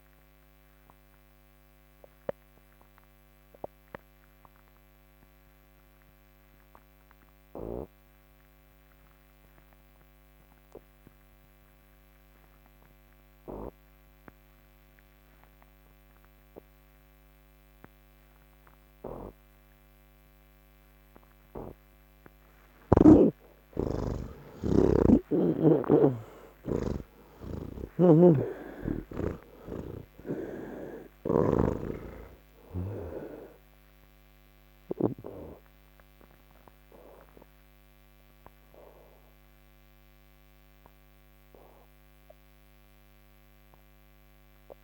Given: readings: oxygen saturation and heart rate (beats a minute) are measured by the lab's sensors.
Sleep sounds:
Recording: breathing in sleep by a microphone on the trachea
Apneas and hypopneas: none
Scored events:
0.00-3.00 s: oxygen desaturation (device-marked, oxygen 84% lowest, heart rate 69 extreme)
18.00-44.84 s: oxygen desaturation (device-marked, oxygen 98% before, 80% lowest, heart rate 86 before, 72 extreme)
27.50-31.00 s: snoring (device-marked)
From the record:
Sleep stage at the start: N1 (lightest sleep)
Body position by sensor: on the back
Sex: male

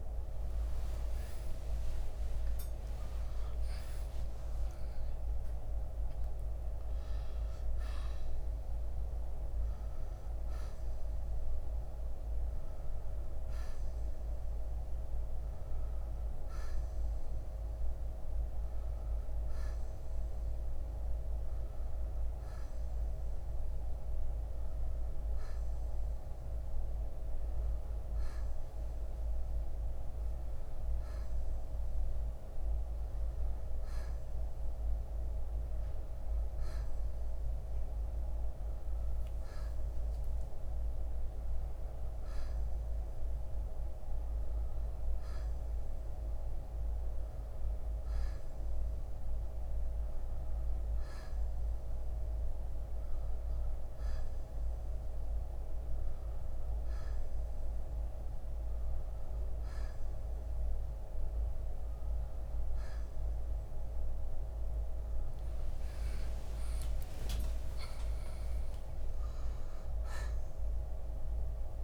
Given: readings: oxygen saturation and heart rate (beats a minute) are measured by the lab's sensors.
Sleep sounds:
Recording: breathing in sleep, hard to hear, by a room microphone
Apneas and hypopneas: none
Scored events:
66.50-70.00 s: arousal
From the record:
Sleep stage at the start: N2 (light sleep)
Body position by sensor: on the right side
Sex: male

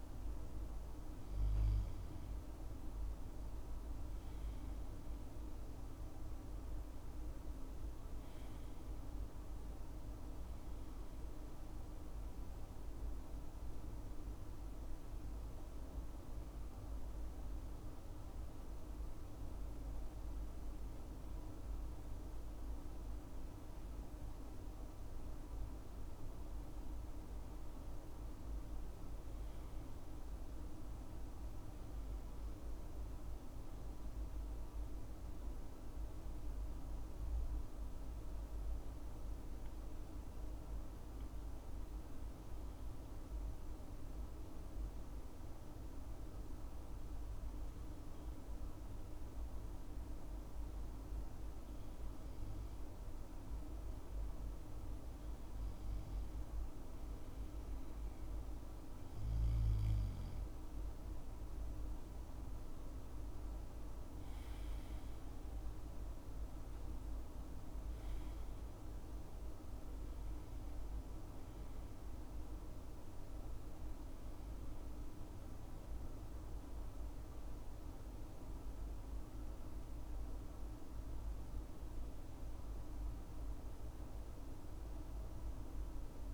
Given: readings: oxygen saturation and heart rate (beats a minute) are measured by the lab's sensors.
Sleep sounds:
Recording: breathing in sleep, hard to hear, by a room microphone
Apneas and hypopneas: 1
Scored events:
3.50-8.00 s: arousal
36.00-57.00 s: hypopnea (oxygen 98% before, 95% lowest, heart rate 68 before, 66 extreme, up 4 after)
62.50-66.50 s: arousal
From the record:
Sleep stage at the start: N2 (light sleep)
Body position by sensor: on the left side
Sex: male

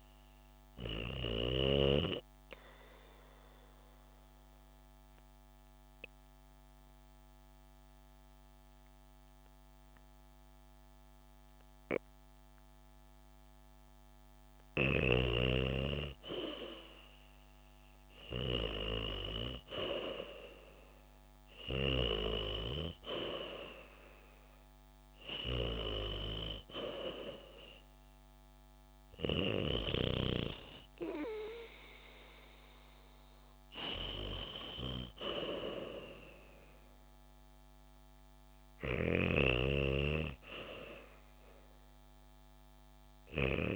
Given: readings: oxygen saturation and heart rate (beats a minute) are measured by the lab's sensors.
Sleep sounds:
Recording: breathing in sleep by a microphone on the trachea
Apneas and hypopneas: 1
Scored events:
0.00-17.50 s: oxygen desaturation (device-marked, oxygen 92% lowest, heart rate 68 extreme)
3.50-14.50 s: obstructive apnea (oxygen 96% before, 89% lowest, heart rate 69 before, 68 extreme, up 2 after)
18.00-21.00 s: arousal
26.50-40.50 s: oxygen desaturation (device-marked, oxygen 94% before, 89% lowest, heart rate 70 before, 68 extreme)
From the record:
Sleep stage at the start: REM sleep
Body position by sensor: on the back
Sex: female

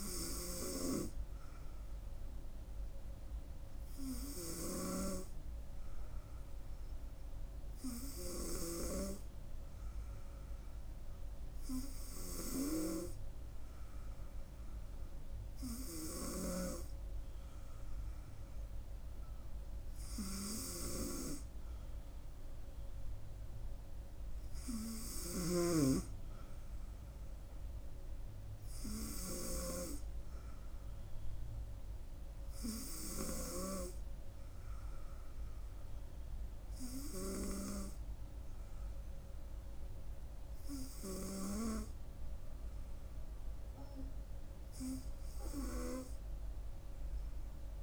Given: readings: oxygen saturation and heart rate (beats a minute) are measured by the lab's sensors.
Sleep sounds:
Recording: breathing in sleep by a room microphone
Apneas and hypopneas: none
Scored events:
none scored
From the record:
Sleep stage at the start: N3 (deep sleep)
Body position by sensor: on the right side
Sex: female

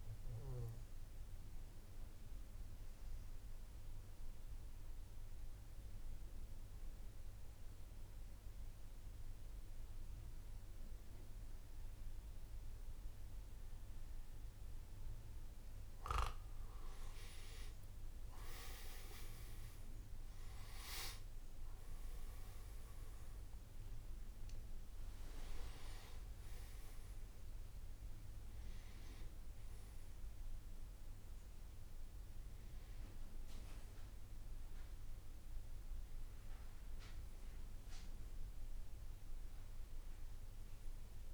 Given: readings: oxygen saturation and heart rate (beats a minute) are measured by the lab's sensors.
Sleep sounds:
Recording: breathing in sleep by a room microphone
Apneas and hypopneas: 1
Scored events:
1.50-15.50 s: obstructive apnea (oxygen 95% before, 87% lowest, heart rate 60 before, 55 extreme, up 12 after)
18.00-41.34 s: oxygen desaturation (device-marked, oxygen 96% before, 87% lowest, heart rate 56 before, 54 extreme)
From the record:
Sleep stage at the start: N1 (lightest sleep)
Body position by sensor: on the back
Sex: male

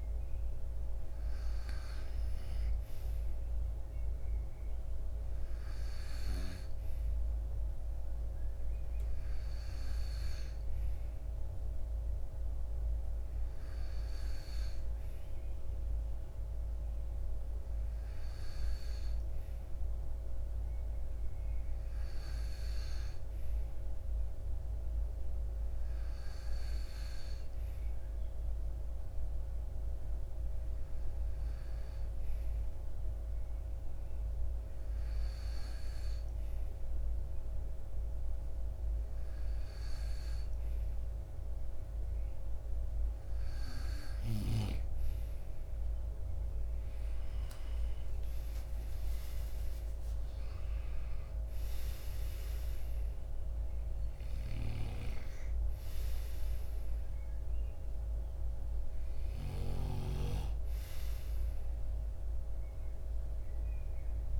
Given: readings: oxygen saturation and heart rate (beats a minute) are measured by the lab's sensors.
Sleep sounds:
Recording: breathing in sleep, hard to hear, by a room microphone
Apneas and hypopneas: 1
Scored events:
19.50-40.50 s: hypopnea (oxygen 91% before, 89% lowest, heart rate 64 before, 53 extreme, up 36 after)
42.00-64.40 s: new sleep stage, N2 (light sleep)
45.00-50.00 s: arousal
54.00-59.50 s: snoring (device-marked)
From the record:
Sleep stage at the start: REM sleep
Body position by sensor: on the right side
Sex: male

